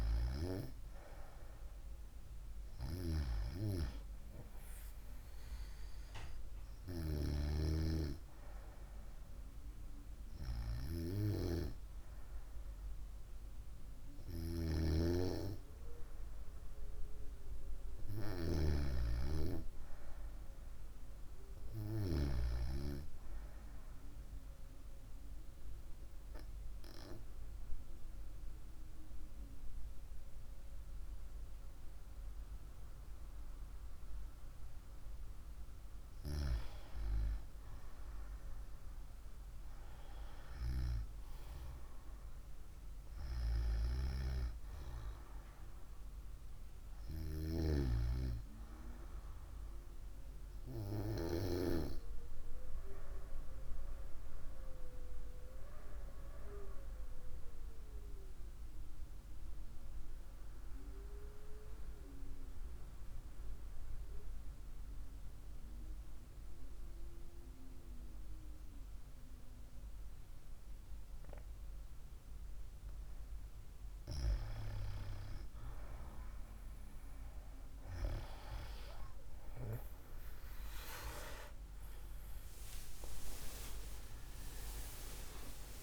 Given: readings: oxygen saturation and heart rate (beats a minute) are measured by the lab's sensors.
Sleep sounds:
breathing in sleep by a room microphone; 2
27.00-37.00 s: obstructive apnea (oxygen 96% before, 92% lowest, heart rate 58 before, 53 extreme, up 4 after)
37.50-41.00 s: arousal
54.00-72.50 s: obstructive apnea (oxygen 95% before, 92% lowest, heart rate 57 before, 52 extreme, up 7 after)
From the record:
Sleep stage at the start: N2 (light sleep); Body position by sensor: on the right side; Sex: female

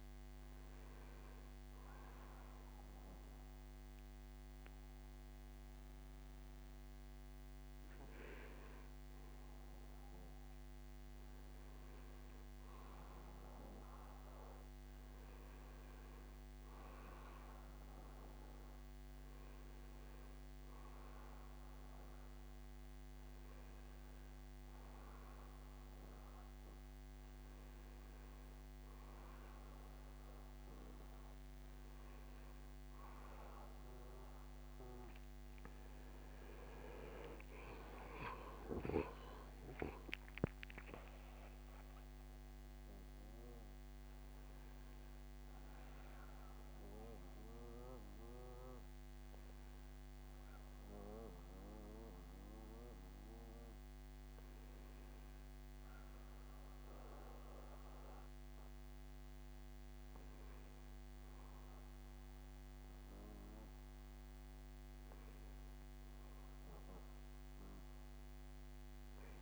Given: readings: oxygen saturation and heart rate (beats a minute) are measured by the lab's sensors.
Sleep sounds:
breathing in sleep by a microphone on the trachea; none
12.50-16.50 s: arousal
21.00-24.00 s: bradycardia (device-marked, heart rate 68 before, 63 extreme)
25.00-28.00 s: bradycardia (device-marked, heart rate 68 before, 55 extreme)
29.00-32.00 s: bradycardia (device-marked, heart rate 68 before, 56 extreme)
36.00-40.00 s: arousal
From the record:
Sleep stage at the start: N2 (light sleep); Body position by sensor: on the back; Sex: male

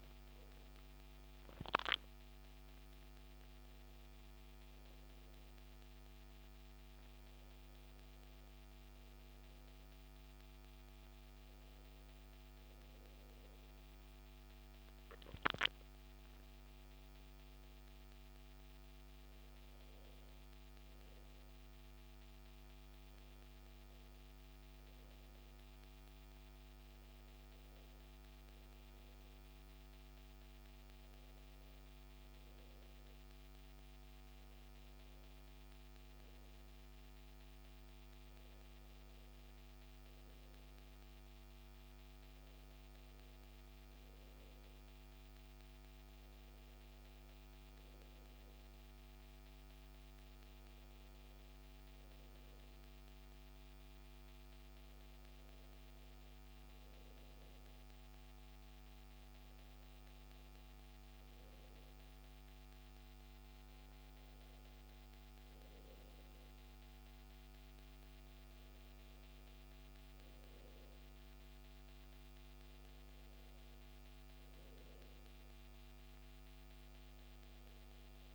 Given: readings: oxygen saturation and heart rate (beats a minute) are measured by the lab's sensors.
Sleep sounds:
breathing in sleep, hard to hear, by a microphone on the trachea; none
none scored
From the record:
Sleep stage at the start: N2 (light sleep); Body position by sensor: on the back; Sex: male

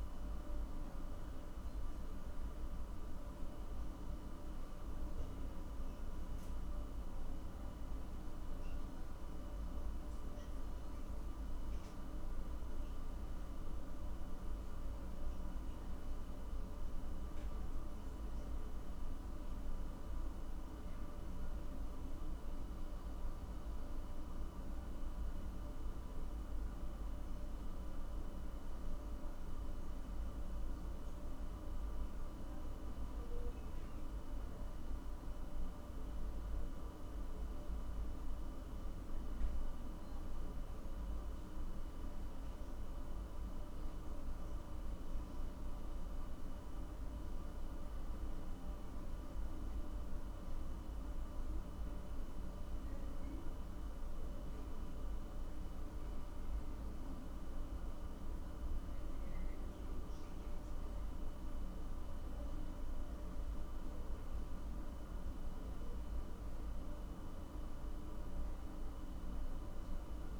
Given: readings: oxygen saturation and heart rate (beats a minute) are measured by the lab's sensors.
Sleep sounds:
a person awake in a sleep study, hard to hear, by a room microphone; none
none scored
From the record:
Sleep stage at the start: awake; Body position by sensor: on the back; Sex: male

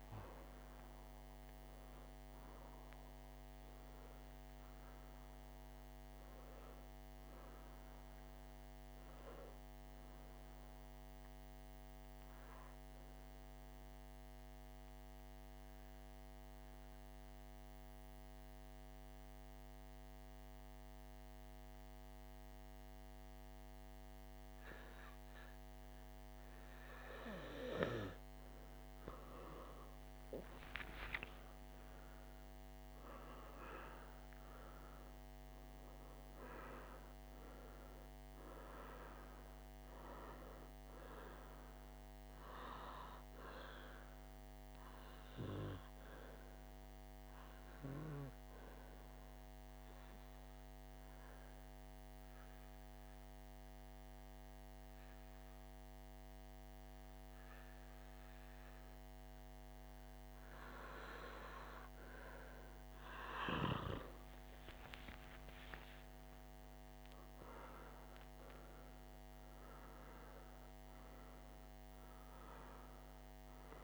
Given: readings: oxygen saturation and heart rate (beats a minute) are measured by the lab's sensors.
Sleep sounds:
breathing in sleep by a microphone on the trachea; 2
11.00-27.50 s: obstructive apnea (oxygen 97% before, 94% lowest, heart rate 55 before, 53 extreme, up 2 after)
29.50-34.00 s: arousal
44.00-54.00 s: oxygen desaturation (device-marked, oxygen 100% before, 95% lowest, heart rate 54 before, 53 extreme)
45.50-62.50 s: obstructive apnea (oxygen 100% before, 93% lowest, heart rate 54 before, 53 extreme, up 2 after)
64.50-68.00 s: arousal
67.00-73.84 s: oxygen desaturation (device-marked, oxygen 99% before, 94% lowest, heart rate 53 before, 50 extreme)
From the record:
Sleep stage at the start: N2 (light sleep); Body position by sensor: on the back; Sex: male

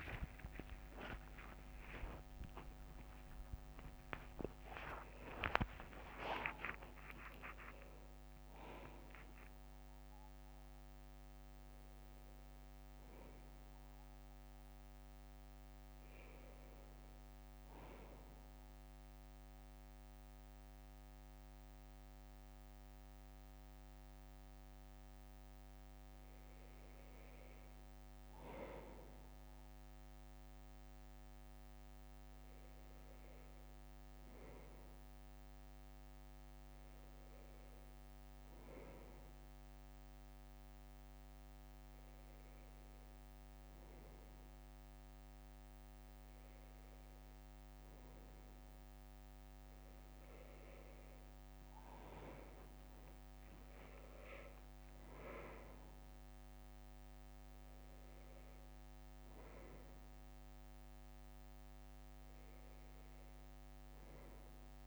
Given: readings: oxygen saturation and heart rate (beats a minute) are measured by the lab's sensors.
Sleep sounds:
a person partly awake in a sleep study, by a microphone on the trachea; 1
0.00-1.50 s: long interval between heartbeats (device-marked, heart rate 90 extreme)
5.50-9.00 s: leg movement (device-marked)
21.00-64.87 s: new sleep stage, N1 (lightest sleep)
39.00-50.00 s: hypopnea (oxygen 99% before, 95% lowest, heart rate 67 before, 69 extreme, up 5 after)
50.00-53.50 s: leg movement (device-marked)
51.50-56.00 s: arousal
From the record:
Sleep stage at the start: awake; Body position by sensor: on the back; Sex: male

